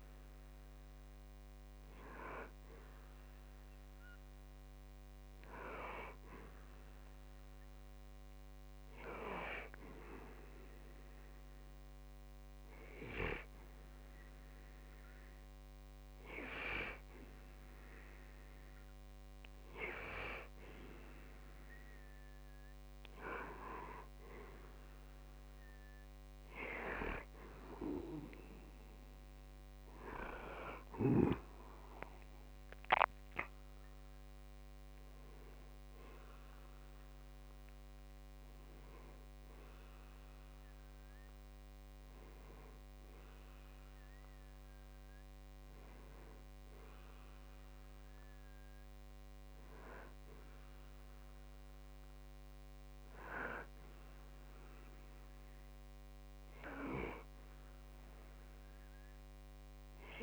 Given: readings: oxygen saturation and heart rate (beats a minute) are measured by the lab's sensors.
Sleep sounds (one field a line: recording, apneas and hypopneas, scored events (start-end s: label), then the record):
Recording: breathing in sleep by a microphone on the trachea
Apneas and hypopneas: 1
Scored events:
10.00-20.00 s: hypopnea (oxygen 94% before, 92% lowest, heart rate 65 before, 61 extreme, up 8 after)
26.00-30.00 s: arousal
From the record:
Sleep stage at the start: N2 (light sleep)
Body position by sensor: on the back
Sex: male